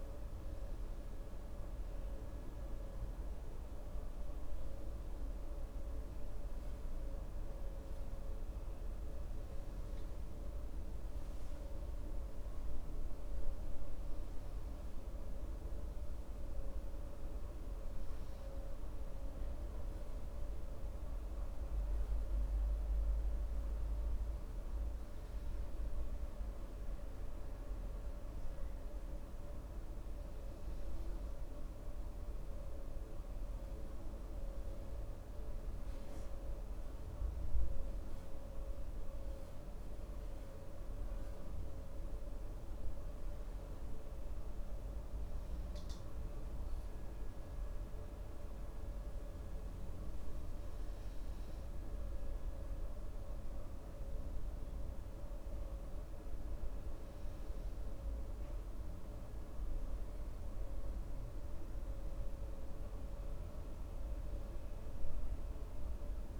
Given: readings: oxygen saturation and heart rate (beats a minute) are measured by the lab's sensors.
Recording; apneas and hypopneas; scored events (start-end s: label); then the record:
breathing in sleep, hard to hear, by a room microphone; none
none scored
From the record:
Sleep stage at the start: N2 (light sleep); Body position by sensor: on the right side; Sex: male